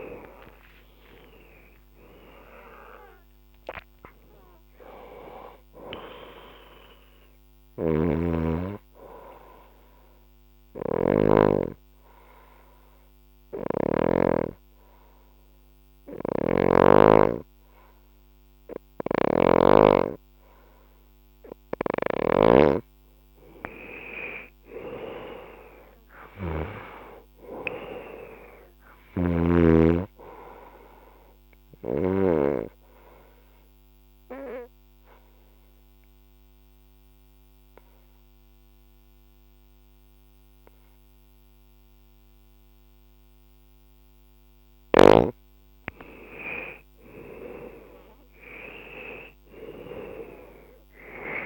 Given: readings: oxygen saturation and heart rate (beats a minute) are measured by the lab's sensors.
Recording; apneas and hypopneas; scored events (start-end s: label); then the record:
breathing in sleep by a microphone on the trachea; 2
0.00-1.50 s: arousal
5.00-16.00 s: oxygen desaturation (device-marked, oxygen 95% before, 88% lowest, heart rate 69 before, 59 extreme)
7.00-14.00 s: snoring (device-marked)
9.50-21.50 s: obstructive apnea (oxygen 95% before, 88% lowest, heart rate 70 before, 60 extreme, up 14 after)
18.50-26.50 s: snoring (device-marked)
23.00-27.00 s: arousal
24.00-40.00 s: oxygen desaturation (device-marked, oxygen 97% before, 90% lowest, heart rate 68 before, 61 extreme)
28.50-32.00 s: snoring (device-marked)
33.00-44.00 s: obstructive apnea (oxygen 97% before, 90% lowest, heart rate 66 before, 61 extreme, up 12 after)
45.50-50.50 s: arousal
49.00-51.46 s: oxygen desaturation (device-marked, oxygen 97% before, 91% lowest, heart rate 67 before, 57 extreme)
From the record:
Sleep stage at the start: N2 (light sleep); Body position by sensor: on the left side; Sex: female